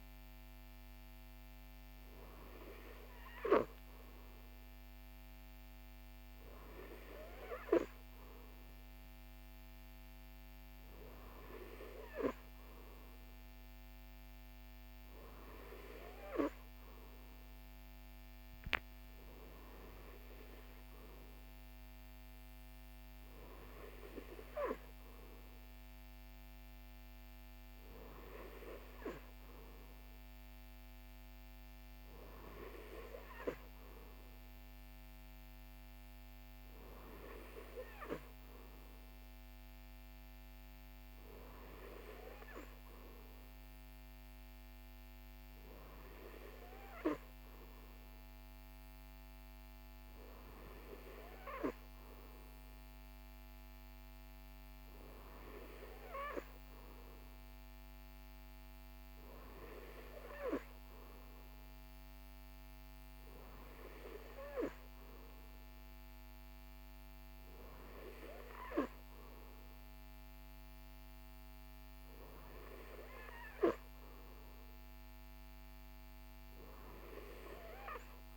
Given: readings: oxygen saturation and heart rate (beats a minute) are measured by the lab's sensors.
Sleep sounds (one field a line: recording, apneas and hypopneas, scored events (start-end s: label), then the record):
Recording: breathing in sleep by a microphone on the trachea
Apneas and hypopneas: none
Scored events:
none scored
From the record:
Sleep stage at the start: N3 (deep sleep)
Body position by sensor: on the right side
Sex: male